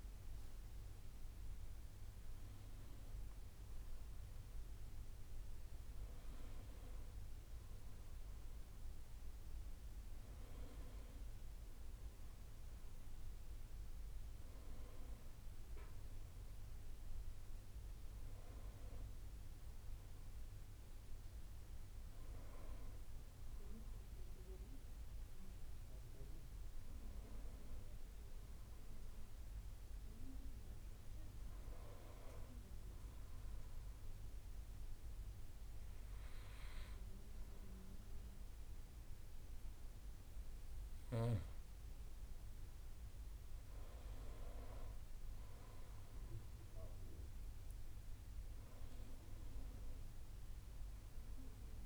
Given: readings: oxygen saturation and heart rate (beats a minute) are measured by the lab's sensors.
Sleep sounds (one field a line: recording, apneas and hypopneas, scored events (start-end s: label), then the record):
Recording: a person awake in a sleep study, by a room microphone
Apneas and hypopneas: 1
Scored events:
0.00-2.50 s: oxygen desaturation (device-marked, oxygen 88% lowest, heart rate 65 extreme)
0.00-3.50 s: drop in pulse transit time (device-marked, heart rate 78 extreme)
26.50-51.86 s: new sleep stage, N2 (light sleep)
34.00-44.00 s: obstructive apnea (oxygen 100% before, 92% lowest, heart rate 67 before, 63 extreme, up 2 after)
47.00-51.86 s: arousal
From the record:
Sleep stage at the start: awake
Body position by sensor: on the back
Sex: male